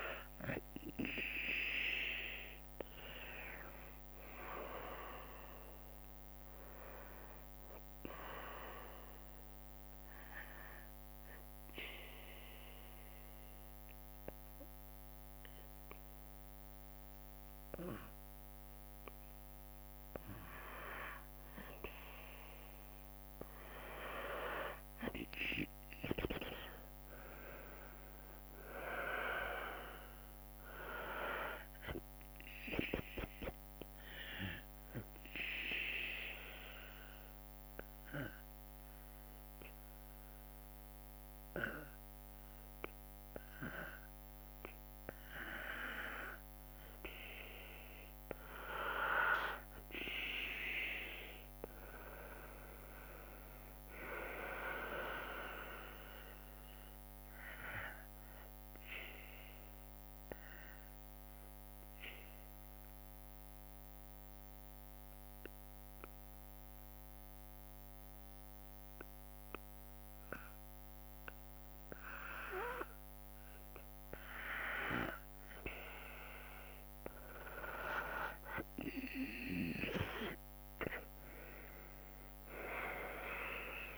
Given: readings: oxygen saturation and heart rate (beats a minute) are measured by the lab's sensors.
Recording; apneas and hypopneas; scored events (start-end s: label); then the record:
breathing in sleep by a microphone on the trachea; 3
3.00-7.00 s: arousal
10.00-22.00 s: obstructive apnea (oxygen 94% before, 91% lowest, heart rate 71 before, 61 extreme, up 13 after)
26.50-30.50 s: arousal
27.50-42.50 s: oxygen desaturation (device-marked, oxygen 96% before, 92% lowest, heart rate 67 before, 60 extreme)
34.50-48.00 s: mixed apnea (oxygen 96% before, 91% lowest, heart rate 69 before, 60 extreme, up 12 after)
51.50-70.50 s: oxygen desaturation (device-marked, oxygen 97% before, 91% lowest, heart rate 67 before, 60 extreme)
52.00-55.50 s: arousal
58.00-74.00 s: obstructive apnea (oxygen 97% before, 91% lowest, heart rate 67 before, 58 extreme, up 10 after)
77.50-83.98 s: oxygen desaturation (device-marked, oxygen 98% before, 92% lowest, heart rate 64 before, 58 extreme)
79.50-83.98 s: drop in pulse transit time (device-marked, heart rate 64 before, 66 extreme)
81.00-83.98 s: arousal
From the record:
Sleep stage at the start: N2 (light sleep); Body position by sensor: on the back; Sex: female